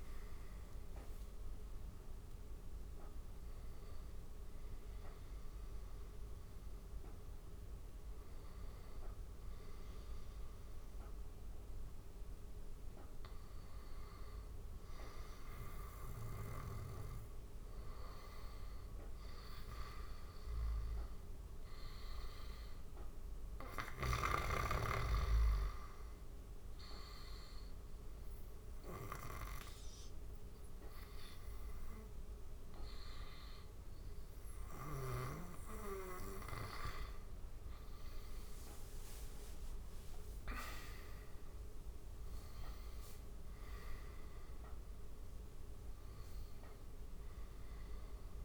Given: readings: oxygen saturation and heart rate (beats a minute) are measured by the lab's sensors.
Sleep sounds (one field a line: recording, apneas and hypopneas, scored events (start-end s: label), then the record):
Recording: breathing in sleep by a room microphone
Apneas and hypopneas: 2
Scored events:
2.00-14.00 s: hypopnea (oxygen 96% before, 93% lowest, heart rate 98 before, 84 extreme, up 2 after)
15.50-19.50 s: arousal
20.50-34.50 s: oxygen desaturation (device-marked, oxygen 97% before, 93% lowest, heart rate 88 before, 86 extreme)
24.00-35.50 s: hypopnea (oxygen 97% before, 93% lowest, heart rate 86 before, 86 extreme, up 5 after)
37.00-41.00 s: arousal
From the record:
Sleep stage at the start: N2 (light sleep)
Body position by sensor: on the right side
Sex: male